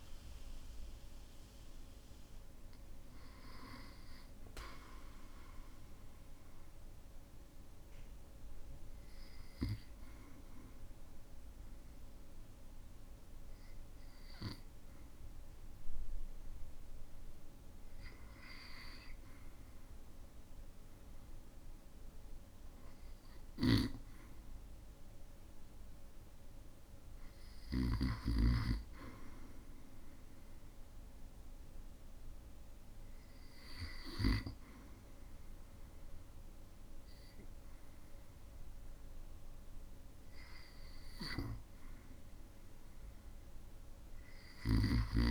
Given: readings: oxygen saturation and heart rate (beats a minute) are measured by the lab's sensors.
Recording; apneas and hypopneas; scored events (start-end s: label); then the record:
breathing in sleep by a room microphone; 1
10.50-24.50 s: hypopnea (oxygen 98% before, 93% lowest, heart rate 61 before, 55 extreme, up 4 after)
23.50-29.00 s: snoring (device-marked)
27.50-31.00 s: arousal
From the record:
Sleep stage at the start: REM sleep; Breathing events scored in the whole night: 132 in 5.2 hours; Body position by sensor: on the back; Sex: male